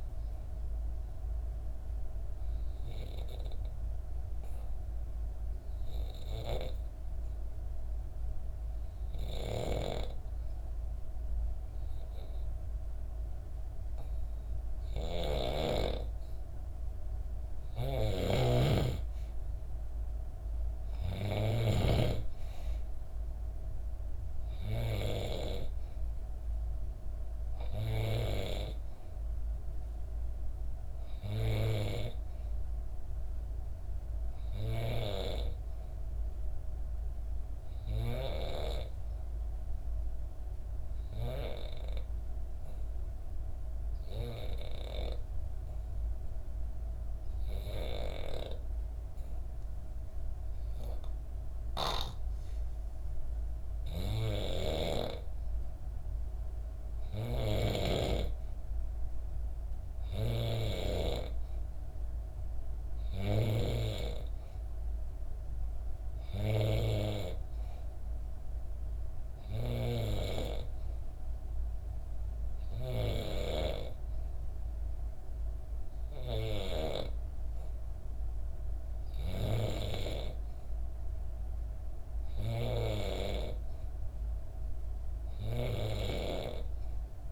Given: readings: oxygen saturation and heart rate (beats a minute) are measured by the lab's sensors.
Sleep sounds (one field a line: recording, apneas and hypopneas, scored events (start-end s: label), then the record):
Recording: breathing in sleep by a room microphone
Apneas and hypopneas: 2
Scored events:
0.50-16.50 s: obstructive apnea (oxygen 95% before, 90% lowest, heart rate 65 before, 62 extreme, up 1 after)
14.50-21.50 s: snoring (device-marked)
16.50-39.50 s: oxygen desaturation (device-marked, oxygen 95% before, 90% lowest, heart rate 64 before, 62 extreme)
18.50-22.00 s: arousal
42.50-54.00 s: obstructive apnea (oxygen 95% before, 91% lowest, heart rate 63 before, 64 extreme, up 2 after)
54.00-60.50 s: snoring (device-marked)
56.00-60.00 s: arousal
59.50-75.50 s: oxygen desaturation (device-marked, oxygen 95% before, 91% lowest, heart rate 64 before, 64 extreme)
From the record:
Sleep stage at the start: N2 (light sleep)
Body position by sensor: on the back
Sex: female